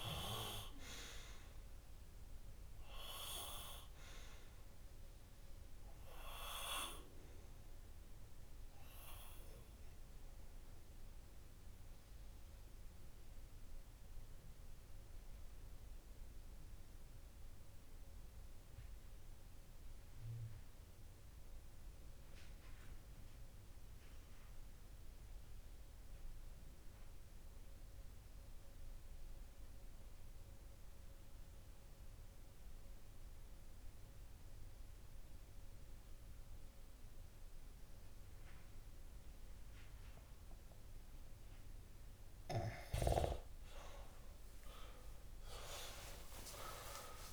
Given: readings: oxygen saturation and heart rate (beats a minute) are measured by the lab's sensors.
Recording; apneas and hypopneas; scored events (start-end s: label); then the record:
breathing in sleep by a room microphone; 1
9.50-41.00 s: obstructive apnea (oxygen 98% before, 93% lowest)
37.00-47.33 s: oxygen desaturation (device-marked, oxygen 99% before, 93% lowest)
44.00-47.33 s: arousal
From the record:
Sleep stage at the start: REM sleep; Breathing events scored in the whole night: 242 in 5.2 hours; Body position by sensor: on the left side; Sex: male